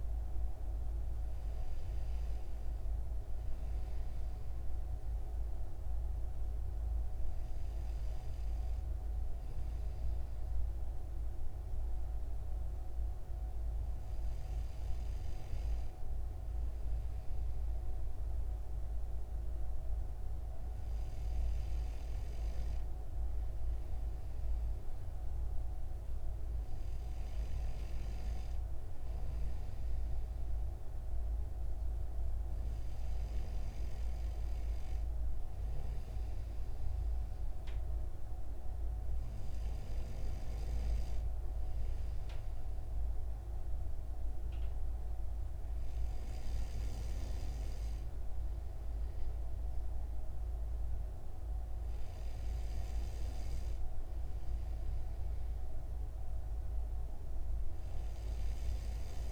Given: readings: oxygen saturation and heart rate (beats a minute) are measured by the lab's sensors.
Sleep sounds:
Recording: breathing in sleep, hard to hear, by a room microphone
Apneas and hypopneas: none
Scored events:
none scored
From the record:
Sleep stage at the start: N2 (light sleep)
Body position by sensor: on the right side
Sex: male

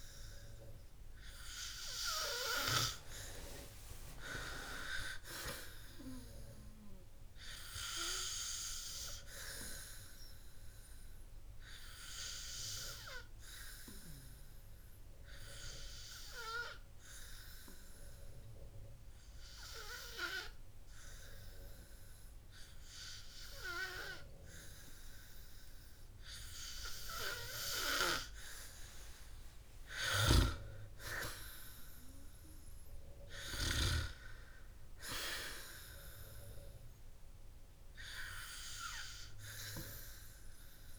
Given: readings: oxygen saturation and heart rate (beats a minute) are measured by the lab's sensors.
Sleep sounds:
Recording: breathing in sleep by a room microphone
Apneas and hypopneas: 1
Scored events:
15.50-28.00 s: hypopnea (oxygen 98% before, 94% lowest, heart rate 59 before, 54 extreme, up 9 after)
29.50-40.99 s: oxygen desaturation (device-marked, oxygen 97% before, 94% lowest, heart rate 60 before, 53 extreme)
30.00-33.50 s: arousal
From the record:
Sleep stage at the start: N2 (light sleep)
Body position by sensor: on the back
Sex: male

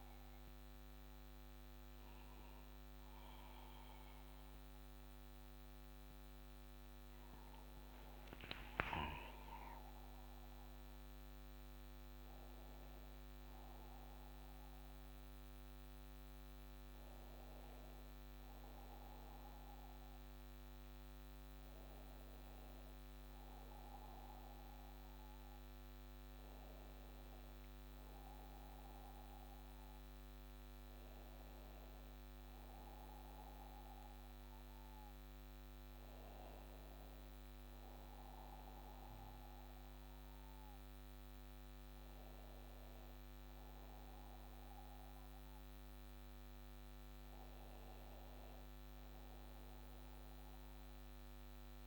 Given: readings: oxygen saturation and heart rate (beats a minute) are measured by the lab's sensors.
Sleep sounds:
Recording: a person partly awake in a sleep study, hard to hear, by a microphone on the trachea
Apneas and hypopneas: none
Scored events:
22.50-51.87 s: new sleep stage, N1 (lightest sleep)
From the record:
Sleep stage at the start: awake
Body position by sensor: on the back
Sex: male

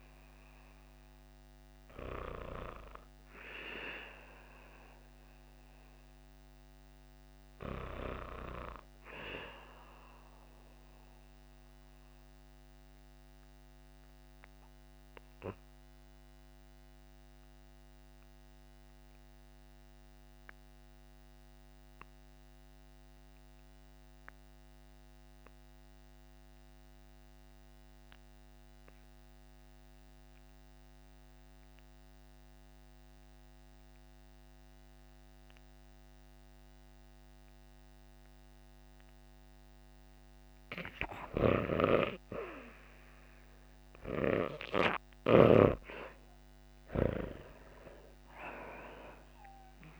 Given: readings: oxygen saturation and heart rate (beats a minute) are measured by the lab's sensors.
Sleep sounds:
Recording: breathing in sleep by a microphone on the trachea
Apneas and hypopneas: 1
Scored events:
9.00-40.00 s: obstructive apnea (oxygen 96% before, 80% lowest, heart rate 63 before, 52 extreme, up 0 after)
10.00-50.00 s: new sleep stage, REM sleep
28.00-50.00 s: oxygen desaturation (device-marked, oxygen 97% before, 80% lowest, heart rate 57 before, 50 extreme)
40.50-45.00 s: snoring (device-marked)
42.00-47.00 s: arousal
From the record:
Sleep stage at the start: N2 (light sleep)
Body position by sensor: on the back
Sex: female

